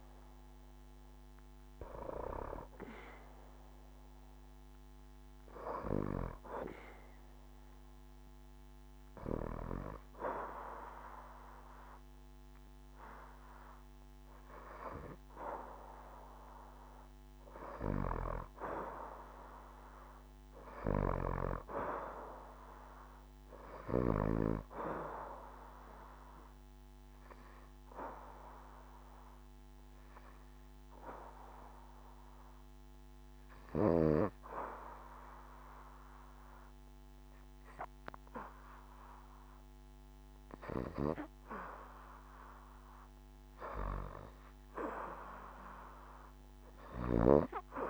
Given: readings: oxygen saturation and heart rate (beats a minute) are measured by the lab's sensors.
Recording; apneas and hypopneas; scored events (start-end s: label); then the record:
breathing in sleep by a microphone on the trachea; 2
1.50-14.50 s: hypopnea (oxygen 85% before, 77% lowest, heart rate 85 before, 71 extreme, up 1 after)
17.50-22.00 s: arousal
25.50-40.50 s: obstructive apnea (oxygen 90% before, 76% lowest, heart rate 72 before, 71 extreme, up 3 after)
30.50-41.50 s: oxygen desaturation (device-marked, oxygen 90% before, 84% lowest, heart rate 73 before, 71 extreme)
41.50-43.50 s: long interval between heartbeats (device-marked, heart rate 74 before, 71 extreme)
42.50-46.00 s: arousal
From the record:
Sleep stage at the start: N2 (light sleep); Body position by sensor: on the back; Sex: female